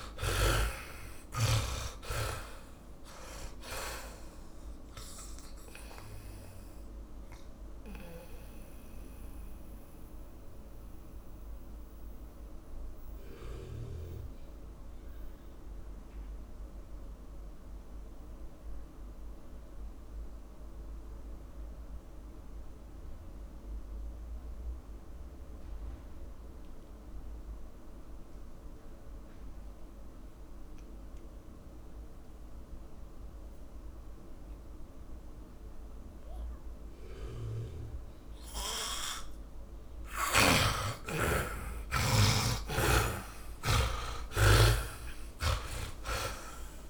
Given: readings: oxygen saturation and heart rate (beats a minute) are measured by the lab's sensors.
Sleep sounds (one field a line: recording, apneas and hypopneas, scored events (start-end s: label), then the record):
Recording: breathing in sleep by a room microphone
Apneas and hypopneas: 1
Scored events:
7.00-24.00 s: oxygen desaturation (device-marked, oxygen 97% before, 79% lowest)
8.50-39.50 s: mixed apnea (oxygen 100% before, 78% lowest)
32.00-46.90 s: oxygen desaturation (device-marked, oxygen 100% before, 78% lowest)
41.50-45.50 s: arousal
45.50-46.90 s: snoring (device-marked)
From the record:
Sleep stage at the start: N2 (light sleep)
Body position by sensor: on the back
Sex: male